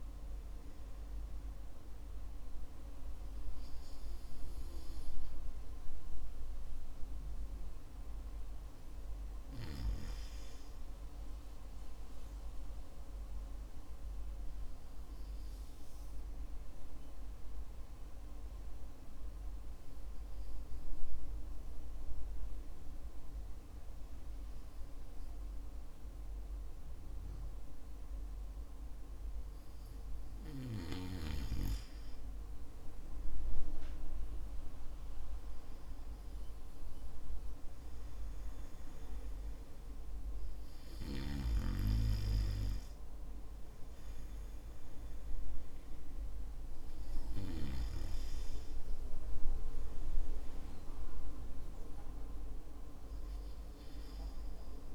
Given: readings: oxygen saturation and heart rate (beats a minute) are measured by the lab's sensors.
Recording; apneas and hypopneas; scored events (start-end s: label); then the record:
breathing in sleep by a room microphone; 1
15.00-31.00 s: hypopnea (oxygen 96% before, 93% lowest, heart rate 55 before, 52 extreme, up 9 after)
35.50-40.00 s: arousal
From the record:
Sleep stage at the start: N2 (light sleep); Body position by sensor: on the back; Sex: male